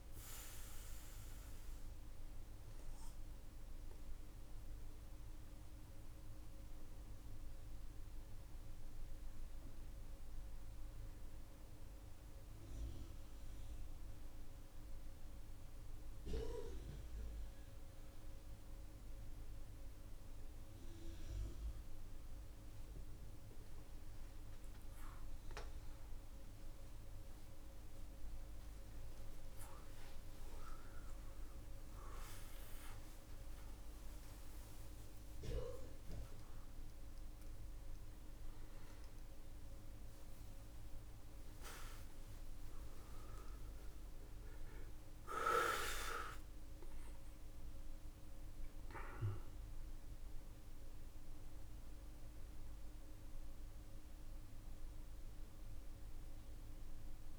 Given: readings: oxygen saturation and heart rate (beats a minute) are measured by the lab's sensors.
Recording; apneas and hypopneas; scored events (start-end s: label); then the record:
breathing in sleep by a room microphone; 1
0.00-13.50 s: oxygen desaturation (device-marked, oxygen 90% lowest, heart rate 44 extreme)
3.50-23.50 s: obstructive apnea (oxygen 96% before, 90% lowest, heart rate 48 before, 56 extreme, up 8 after)
10.50-57.39 s: new sleep stage, N1 (lightest sleep)
26.00-30.00 s: arousal
From the record:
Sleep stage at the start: N2 (light sleep); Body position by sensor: on the back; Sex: male